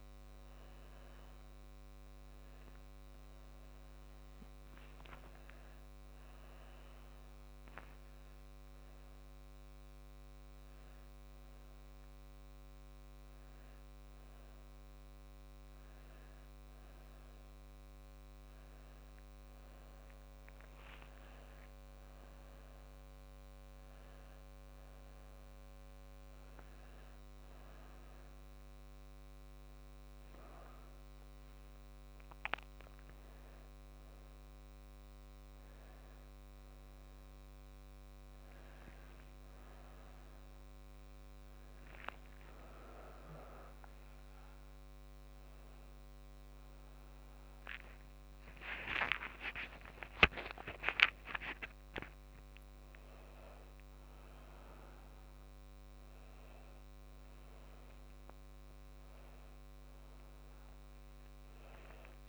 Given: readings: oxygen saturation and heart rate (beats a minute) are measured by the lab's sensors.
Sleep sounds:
breathing in sleep by a microphone on the trachea; none
0.00-4.00 s: arousal
From the record:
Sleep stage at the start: N2 (light sleep); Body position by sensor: on the back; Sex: female

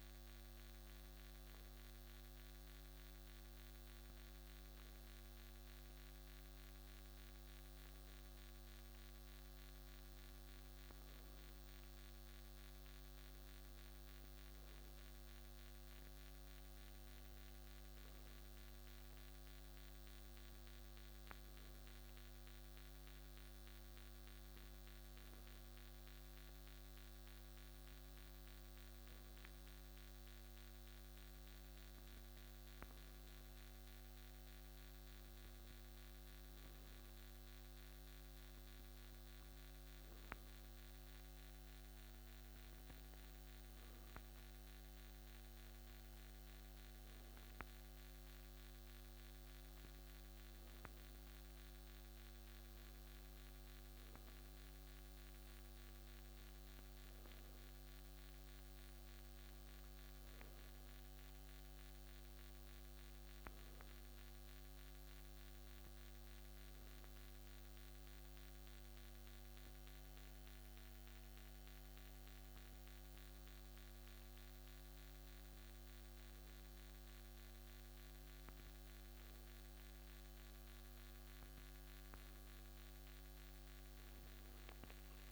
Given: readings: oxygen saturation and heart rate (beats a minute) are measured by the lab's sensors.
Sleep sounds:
breathing in sleep, hard to hear, by a microphone on the trachea; none
none scored
From the record:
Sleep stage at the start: N2 (light sleep); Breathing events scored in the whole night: 169 in 4.5 hours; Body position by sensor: on the back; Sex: male

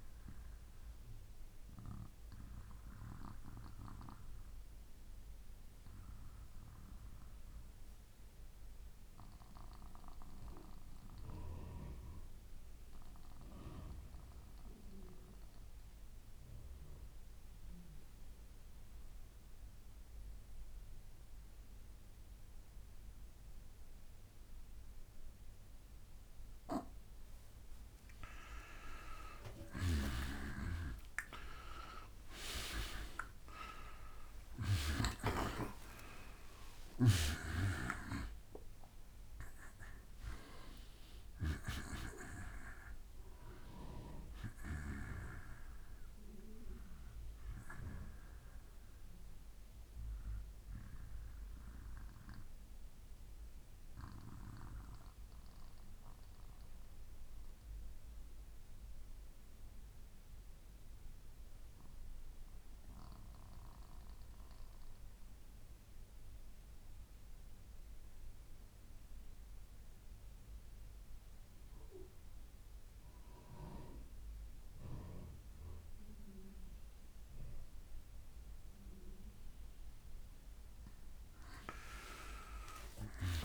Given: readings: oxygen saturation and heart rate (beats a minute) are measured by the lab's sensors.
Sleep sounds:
breathing in sleep by a room microphone; 2
0.00-4.50 s: oxygen desaturation (device-marked, oxygen 89% lowest, heart rate 64 extreme)
0.50-25.00 s: obstructive apnea (oxygen 96% before, 84% lowest, heart rate 83 before, 64 extreme, up 46 after)
26.50-58.50 s: oxygen desaturation (device-marked, oxygen 96% before, 84% lowest, heart rate 66 before, 55 extreme)
30.00-35.50 s: arousal
51.50-78.50 s: mixed apnea (oxygen 95% before, 85% lowest, heart rate 82 before, 55 extreme, up 15 after)
72.50-78.50 s: bradycardia (device-marked, heart rate 72 before, 55 extreme)
75.50-83.45 s: oxygen desaturation (device-marked, oxygen 97% before, 85% lowest, heart rate 67 before, 63 extreme)
80.50-83.45 s: arousal
From the record:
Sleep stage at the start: N2 (light sleep); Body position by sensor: on the back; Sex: male

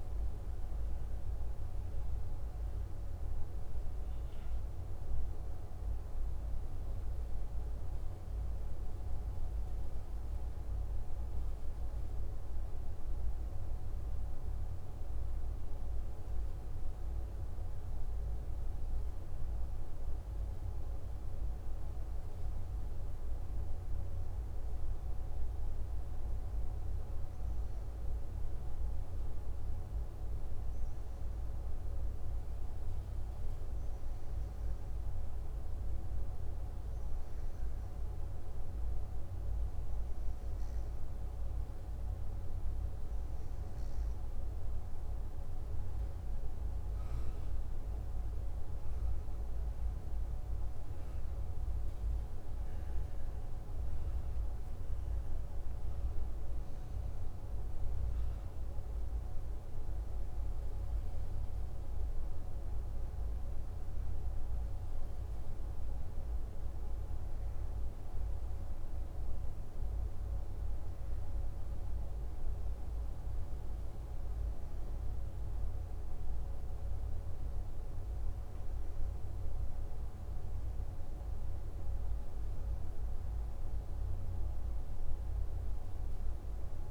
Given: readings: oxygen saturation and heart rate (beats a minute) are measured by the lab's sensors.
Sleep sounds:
breathing in sleep, hard to hear, by a room microphone; 1
27.00-44.00 s: obstructive apnea (oxygen 97% before, 95% lowest, heart rate 54 before, 57 extreme, up 8 after)
47.00-51.00 s: arousal
From the record:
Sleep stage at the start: N2 (light sleep); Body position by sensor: on the back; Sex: male

